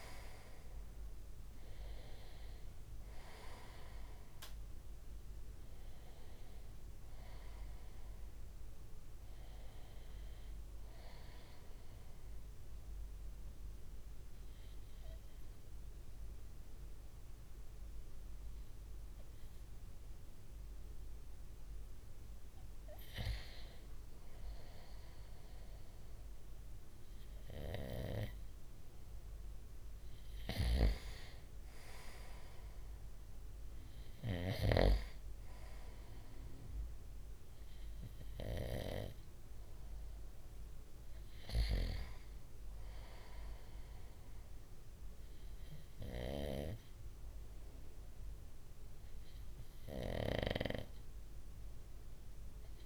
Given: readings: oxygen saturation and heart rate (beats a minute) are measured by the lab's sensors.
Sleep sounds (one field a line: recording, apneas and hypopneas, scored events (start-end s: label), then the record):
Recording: breathing in sleep by a room microphone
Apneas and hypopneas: 1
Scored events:
0.00-2.00 s: arousal
10.50-21.50 s: obstructive apnea (oxygen 96% before, 94% lowest, heart rate 62 before, 59 extreme, up 5 after)
24.00-28.00 s: arousal
50.50-52.86 s: arousal
From the record:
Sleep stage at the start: N2 (light sleep)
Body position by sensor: on the front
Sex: male